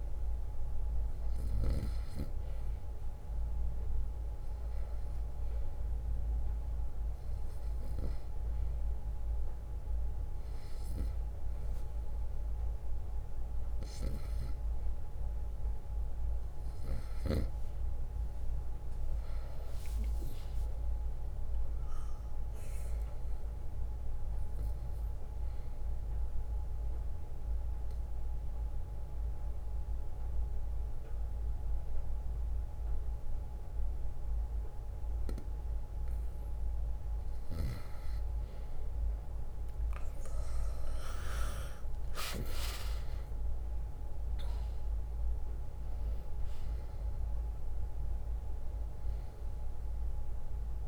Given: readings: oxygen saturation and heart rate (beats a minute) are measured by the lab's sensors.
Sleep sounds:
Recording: breathing in sleep by a room microphone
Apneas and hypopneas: 1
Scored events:
0.00-7.00 s: drop in pulse transit time (device-marked, heart rate 65 extreme)
20.00-24.00 s: arousal
26.00-37.50 s: obstructive apnea (oxygen 95% before, 89% lowest, heart rate 66 before, 54 extreme, up 3 after)
41.00-46.00 s: arousal
43.00-50.88 s: drop in pulse transit time (device-marked, heart rate 65 before, 54 extreme)
45.00-50.88 s: oxygen desaturation (device-marked, oxygen 95% before, 91% lowest, heart rate 65 before, 53 extreme)
From the record:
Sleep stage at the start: N2 (light sleep)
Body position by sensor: on the right side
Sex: male

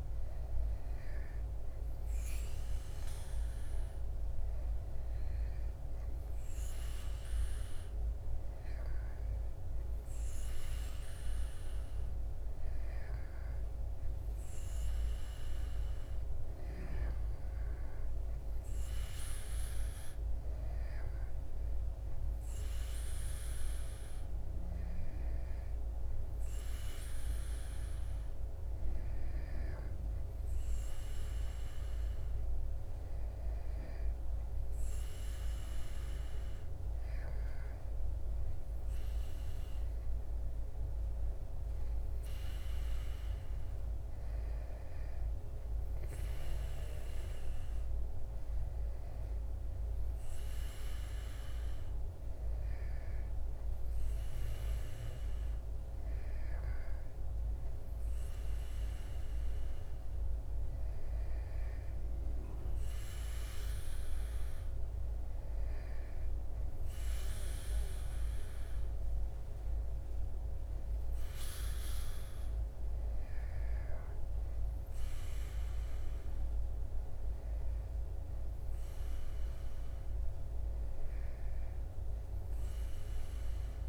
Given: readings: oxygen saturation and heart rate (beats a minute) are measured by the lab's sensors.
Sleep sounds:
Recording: breathing in sleep, hard to hear, by a room microphone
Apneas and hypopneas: none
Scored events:
none scored
From the record:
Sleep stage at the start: N2 (light sleep)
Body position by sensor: on the back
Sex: male

